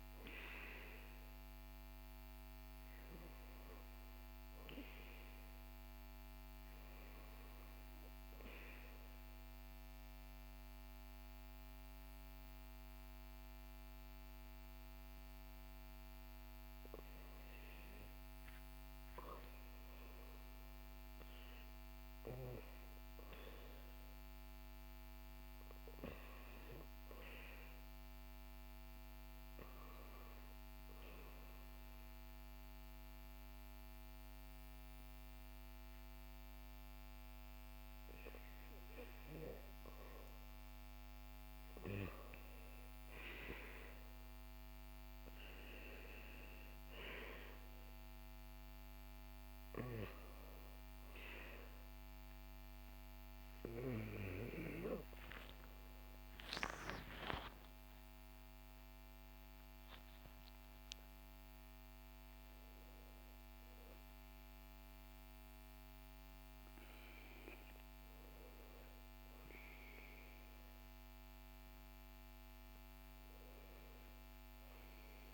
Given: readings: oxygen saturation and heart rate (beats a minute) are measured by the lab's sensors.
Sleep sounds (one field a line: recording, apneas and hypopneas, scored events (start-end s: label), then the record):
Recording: breathing in sleep by a microphone on the trachea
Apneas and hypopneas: 2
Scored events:
7.00-17.00 s: obstructive apnea (oxygen 98% before, 96% lowest, heart rate 63 before, 59 extreme, up 6 after)
20.50-24.00 s: arousal
30.00-40.00 s: obstructive apnea (oxygen 99% before, 96% lowest, heart rate 63 before, 59 extreme, up 5 after)
55.00-60.50 s: arousal
From the record:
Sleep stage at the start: REM sleep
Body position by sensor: on the back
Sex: male